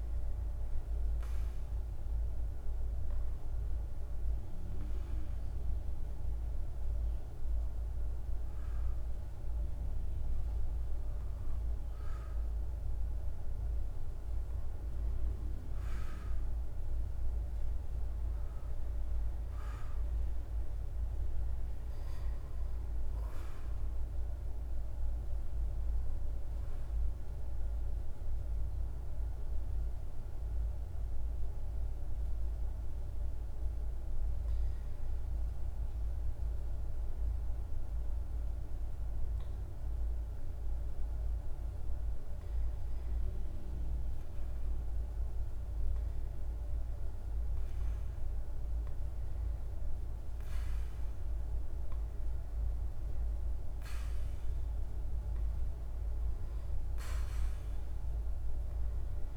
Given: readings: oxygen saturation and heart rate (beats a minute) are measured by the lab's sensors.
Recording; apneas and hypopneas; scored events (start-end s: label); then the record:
breathing in sleep, hard to hear, by a room microphone; 1
3.50-33.50 s: oxygen desaturation (device-marked, oxygen 97% before, 94% lowest, heart rate 48 before, 51 extreme)
22.50-39.00 s: obstructive apnea (oxygen 97% before, 92% lowest, heart rate 51 before, 51 extreme, up 1 after)
42.50-47.00 s: arousal
49.50-59.37 s: oxygen desaturation (device-marked, oxygen 97% before, 92% lowest, heart rate 52 before, 51 extreme)
From the record:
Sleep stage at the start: REM sleep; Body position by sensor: on the back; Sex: male